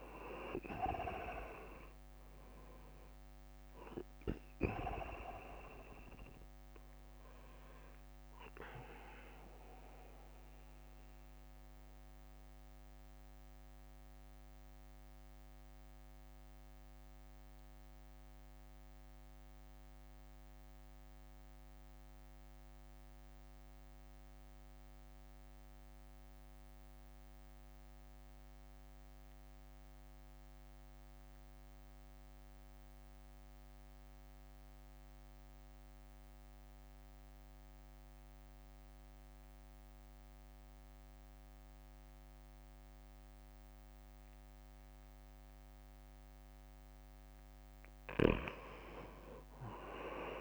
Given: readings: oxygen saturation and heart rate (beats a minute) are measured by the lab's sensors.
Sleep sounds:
breathing in sleep by a microphone on the trachea; 1
0.00-1.00 s: arousal
0.00-12.00 s: drop in pulse transit time (device-marked, heart rate 56 extreme)
0.00-33.00 s: oxygen desaturation (device-marked, oxygen 82% lowest, heart rate 55 extreme)
10.00-45.00 s: mixed apnea (oxygen 99% before, 82% lowest, heart rate 60 before, 55 extreme, up 4 after)
47.00-50.41 s: arousal
48.00-50.41 s: oxygen desaturation (device-marked, oxygen 97% before, 83% lowest, heart rate 61 before, 55 extreme)
From the record:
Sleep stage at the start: REM sleep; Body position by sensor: on the right side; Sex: male

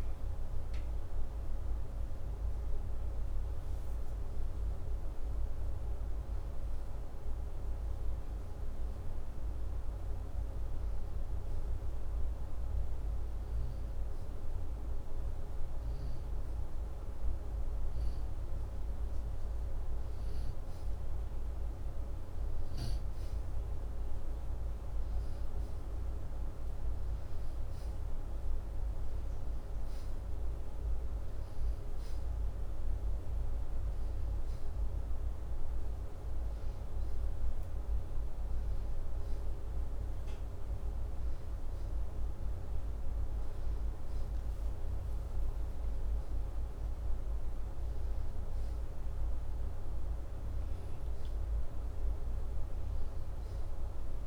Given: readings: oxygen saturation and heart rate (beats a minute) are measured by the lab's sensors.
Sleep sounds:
breathing in sleep, hard to hear, by a room microphone; none
none scored
From the record:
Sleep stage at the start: N2 (light sleep); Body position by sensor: upright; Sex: male

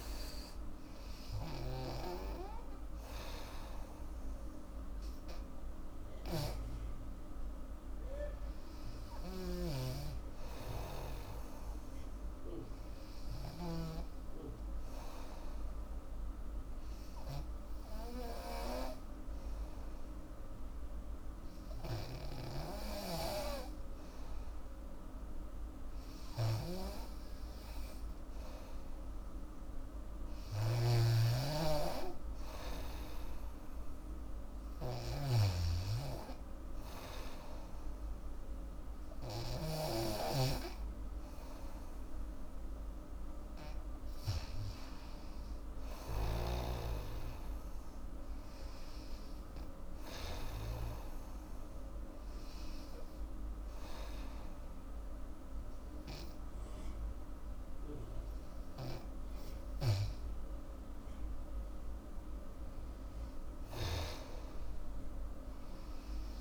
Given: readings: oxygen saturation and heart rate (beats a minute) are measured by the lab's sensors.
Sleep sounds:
breathing in sleep by a room microphone; 1
0.00-10.50 s: oxygen desaturation (device-marked, oxygen 91% lowest, heart rate 79 extreme)
9.00-14.00 s: snoring (device-marked)
16.00-27.00 s: hypopnea (oxygen 97% before, 94% lowest, heart rate 84 before, 79 extreme, up 6 after)
26.50-40.00 s: snoring (device-marked)
27.50-30.50 s: arousal
From the record:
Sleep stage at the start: N2 (light sleep); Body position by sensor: on the back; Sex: female

